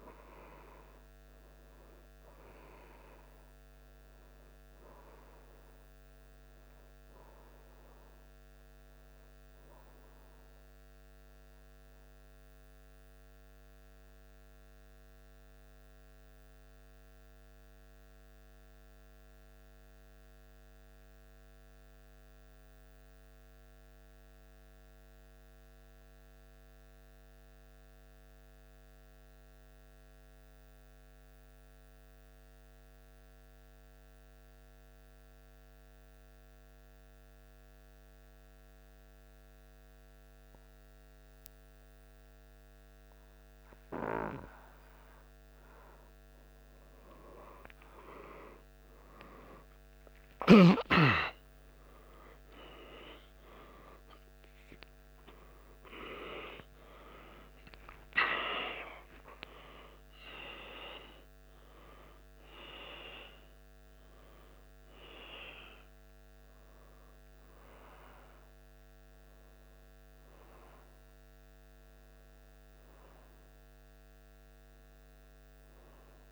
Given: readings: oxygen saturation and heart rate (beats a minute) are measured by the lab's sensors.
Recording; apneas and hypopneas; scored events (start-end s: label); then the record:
a person partly awake in a sleep study, by a microphone on the trachea; 1
11.50-44.00 s: central apnea (oxygen 98% before, 93% lowest, heart rate 76 before, 74 extreme, up 19 after)
41.00-57.00 s: oxygen desaturation (device-marked, oxygen 97% before, 93% lowest, heart rate 76 before, 75 extreme)
49.00-57.00 s: tachycardia (device-marked, heart rate 77 before, 155 extreme)
53.00-76.32 s: new sleep stage, awake
From the record:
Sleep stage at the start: N2 (light sleep); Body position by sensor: on the back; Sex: male